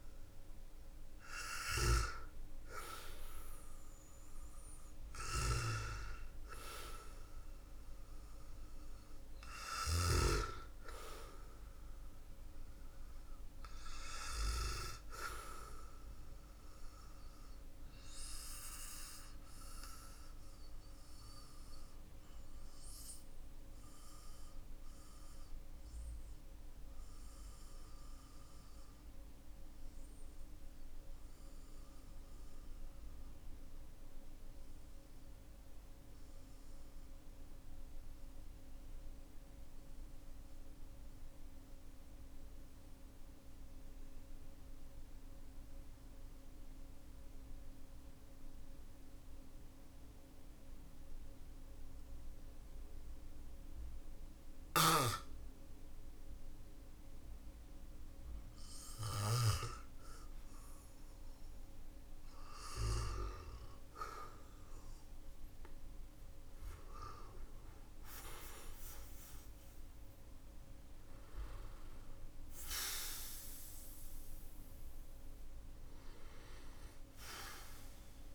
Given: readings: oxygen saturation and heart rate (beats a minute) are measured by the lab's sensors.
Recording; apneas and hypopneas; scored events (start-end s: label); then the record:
breathing in sleep by a room microphone; 1
0.00-38.50 s: oxygen desaturation (device-marked, oxygen 90% lowest, heart rate 43 extreme)
19.50-58.00 s: obstructive apnea (oxygen 97% before, 90% lowest, heart rate 52 before, 43 extreme, up 8 after)
59.00-63.00 s: arousal
70.50-78.35 s: oxygen desaturation (device-marked, oxygen 97% before, 93% lowest, heart rate 56 before, 46 extreme)
From the record:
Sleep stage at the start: N1 (lightest sleep); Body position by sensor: on the back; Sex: male